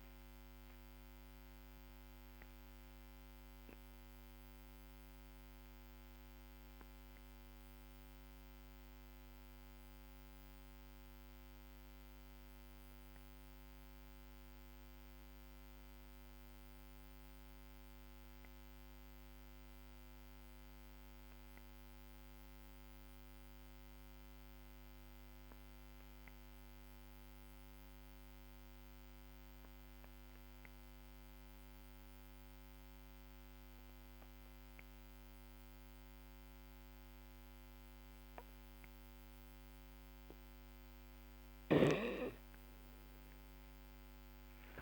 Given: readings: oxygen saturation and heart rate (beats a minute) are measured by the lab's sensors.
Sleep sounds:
breathing in sleep, hard to hear, by a microphone on the trachea; 1
0.00-15.50 s: oxygen desaturation (device-marked, oxygen 93% lowest, heart rate 45 extreme)
3.00-38.50 s: obstructive apnea (oxygen 98% before, 91% lowest, heart rate 58 before, 45 extreme, up 12 after)
38.50-44.82 s: oxygen desaturation (device-marked, oxygen 99% before, 91% lowest, heart rate 51 before, 45 extreme)
From the record:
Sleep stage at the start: N2 (light sleep); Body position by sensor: on the back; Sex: male

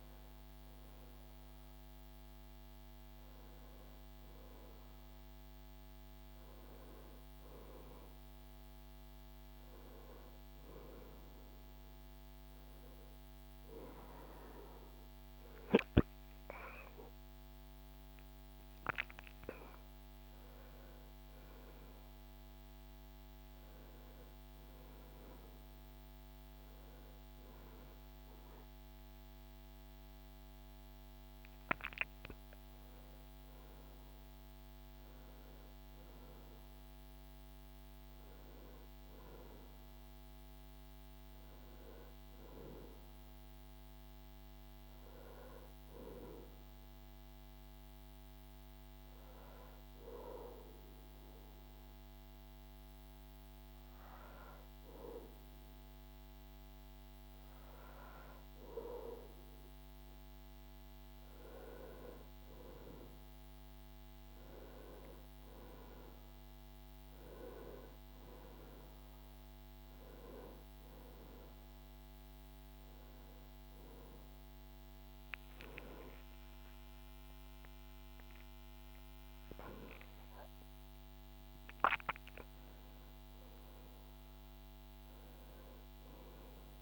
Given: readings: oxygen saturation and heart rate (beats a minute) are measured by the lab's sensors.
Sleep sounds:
breathing in sleep by a microphone on the trachea; 1
46.50-60.00 s: hypopnea (oxygen 97% before, 95% lowest, heart rate 78 before, 68 extreme, up 7 after)
66.50-86.81 s: new sleep stage, N2 (light sleep)
71.50-76.50 s: arousal
From the record:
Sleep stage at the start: REM sleep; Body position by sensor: on the back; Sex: male

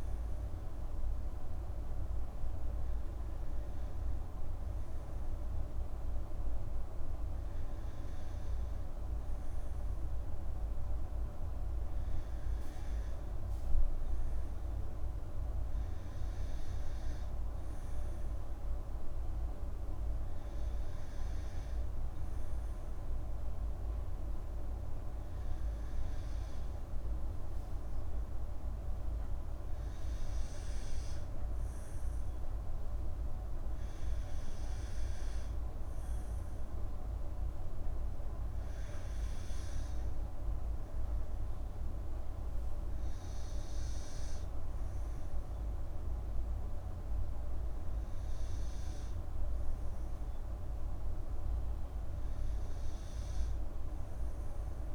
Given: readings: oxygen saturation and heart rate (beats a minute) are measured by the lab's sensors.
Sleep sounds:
breathing in sleep, hard to hear, by a room microphone; none
none scored
From the record:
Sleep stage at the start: N2 (light sleep); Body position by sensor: on the back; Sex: female

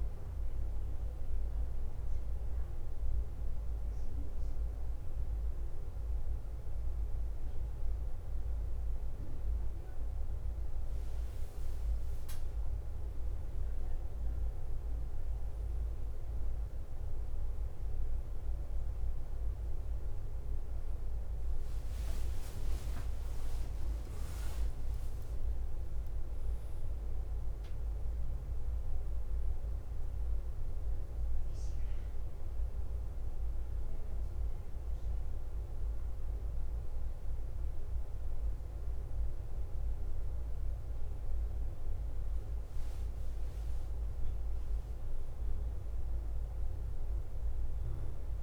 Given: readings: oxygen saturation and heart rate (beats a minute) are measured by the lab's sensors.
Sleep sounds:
breathing in sleep, hard to hear, by a room microphone; 2
0.00-48.42 s: bradycardia (device-marked, heart rate 43 extreme)
1.00-12.00 s: hypopnea (oxygen 98% before, 94% lowest, heart rate 55 before, 53 extreme, up 2 after)
19.00-23.50 s: arousal
33.00-43.50 s: obstructive apnea (oxygen 96% before, 93% lowest, heart rate 56 before, 47 extreme, up 4 after)
35.00-48.42 s: new sleep stage, N2 (light sleep)
45.50-48.42 s: arousal
From the record:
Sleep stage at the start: N1 (lightest sleep); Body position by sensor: on the back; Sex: male

